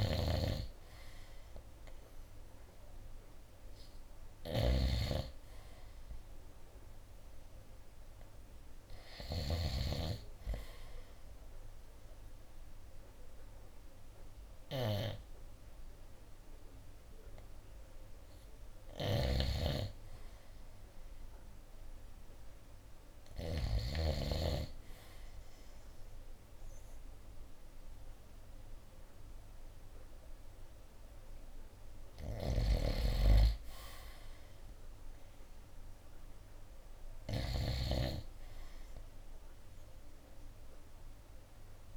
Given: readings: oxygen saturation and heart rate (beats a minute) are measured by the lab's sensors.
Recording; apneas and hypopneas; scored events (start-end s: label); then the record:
breathing in sleep by a room microphone; none
0.00-1.00 s: oxygen desaturation (device-marked, oxygen 94% before, 86% lowest, heart rate 66 before, 63 extreme)
0.00-10.00 s: snoring (device-marked)
19.00-24.00 s: snoring (device-marked)
32.50-38.00 s: snoring (device-marked)
34.00-41.97 s: oxygen desaturation (device-marked, oxygen 94% before, 91% lowest, heart rate 66 before, 59 extreme)
From the record:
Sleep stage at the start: N2 (light sleep); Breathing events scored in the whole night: 538 in 7.3 hours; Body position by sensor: on the right side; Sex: male